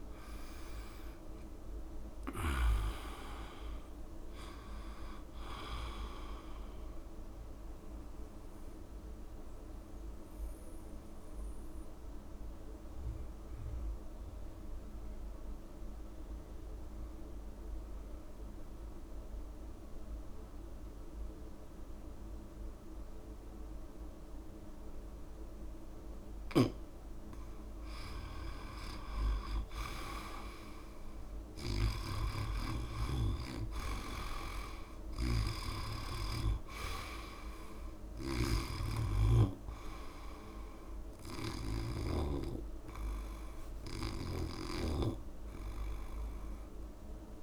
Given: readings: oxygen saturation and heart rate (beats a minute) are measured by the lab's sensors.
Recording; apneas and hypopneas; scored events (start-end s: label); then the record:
breathing in sleep by a room microphone; 1
0.00-23.50 s: oxygen desaturation (device-marked, oxygen 74% lowest)
8.00-27.00 s: mixed apnea (oxygen 96% before, 74% lowest, heart rate 65 before, 34 extreme, up 1 after)
26.00-36.50 s: snoring (device-marked)
28.00-30.00 s: long interval between heartbeats (device-marked, heart rate 62 before, 68 extreme)
29.00-32.50 s: arousal
30.50-47.43 s: oxygen desaturation (device-marked, oxygen 100% before, 88% lowest, heart rate 67 before, 38 extreme)
31.50-33.50 s: long interval between heartbeats (device-marked, heart rate 67 before, 48 extreme)
36.00-38.00 s: long interval between heartbeats (device-marked, heart rate 63 before, 38 extreme)
38.50-42.00 s: snoring (device-marked)
42.00-44.00 s: long interval between heartbeats (device-marked, heart rate 55 before, 59 extreme)
From the record:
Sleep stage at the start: N2 (light sleep); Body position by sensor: on the back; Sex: male